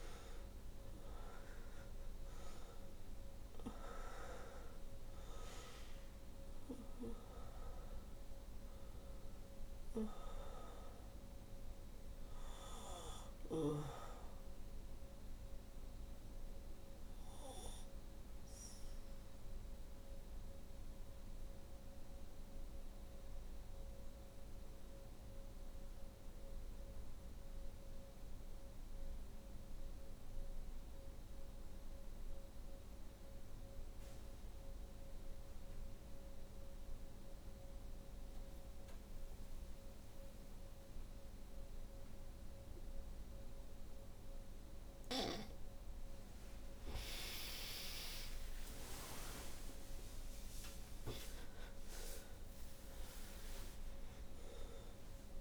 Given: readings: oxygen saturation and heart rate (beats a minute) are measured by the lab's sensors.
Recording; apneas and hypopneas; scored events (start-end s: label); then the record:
breathing in sleep by a room microphone; 1
0.00-34.00 s: oxygen desaturation (device-marked, oxygen 79% lowest, heart rate 50 extreme)
18.50-45.00 s: obstructive apnea (oxygen 96% before, 79% lowest, heart rate 61 before, 49 extreme, up 8 after)
43.00-55.41 s: oxygen desaturation (device-marked, oxygen 98% before, 79% lowest, heart rate 59 before, 49 extreme)
47.00-51.50 s: arousal
From the record:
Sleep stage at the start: N2 (light sleep); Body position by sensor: on the back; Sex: female